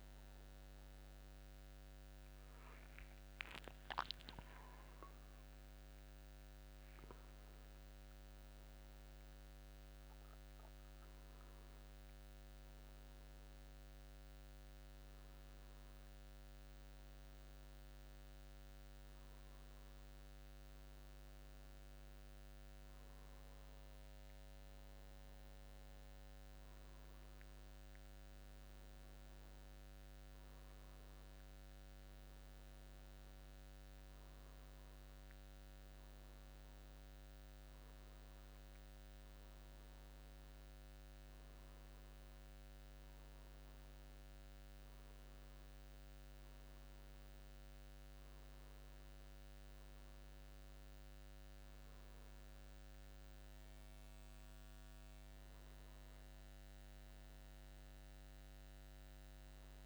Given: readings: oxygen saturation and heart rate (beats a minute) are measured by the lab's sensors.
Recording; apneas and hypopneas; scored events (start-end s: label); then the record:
a person partly awake in a sleep study, hard to hear, by a microphone on the trachea; none
15.00-59.85 s: new sleep stage, N1 (lightest sleep)
From the record:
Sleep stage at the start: awake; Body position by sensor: on the back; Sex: male